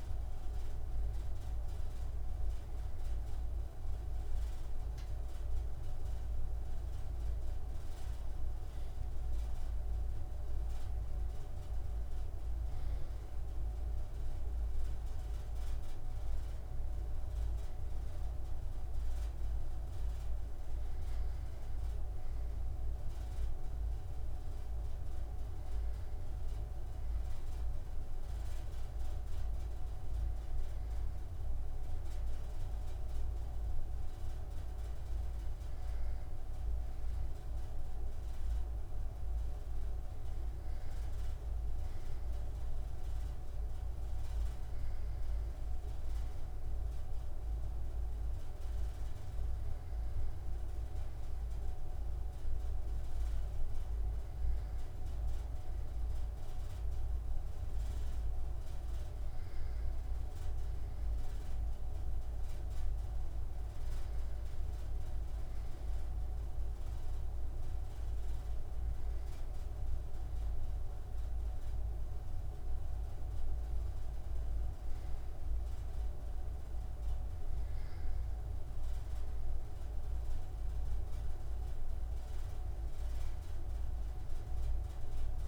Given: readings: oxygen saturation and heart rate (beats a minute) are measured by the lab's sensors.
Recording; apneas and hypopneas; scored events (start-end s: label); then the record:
breathing in sleep, hard to hear, by a room microphone; none
none scored
From the record:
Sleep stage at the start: N2 (light sleep); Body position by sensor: on the right side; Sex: male